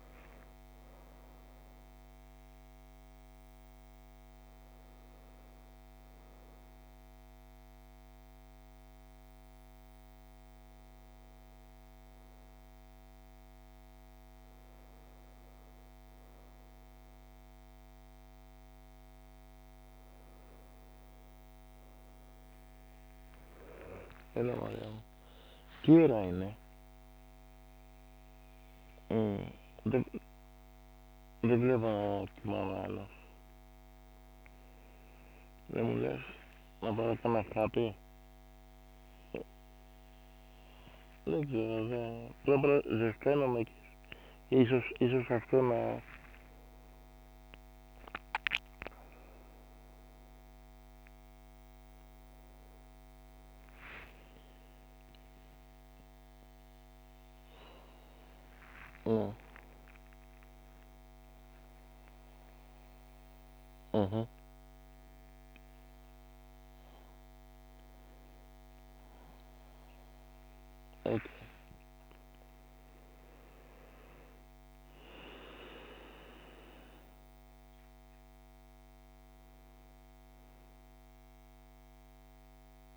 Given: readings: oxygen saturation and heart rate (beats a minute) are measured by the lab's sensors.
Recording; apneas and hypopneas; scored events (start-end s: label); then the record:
a person awake in a sleep study, by a microphone on the trachea; none
68.00-82.97 s: new sleep stage, N1 (lightest sleep)
From the record:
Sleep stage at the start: awake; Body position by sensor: on the right side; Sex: male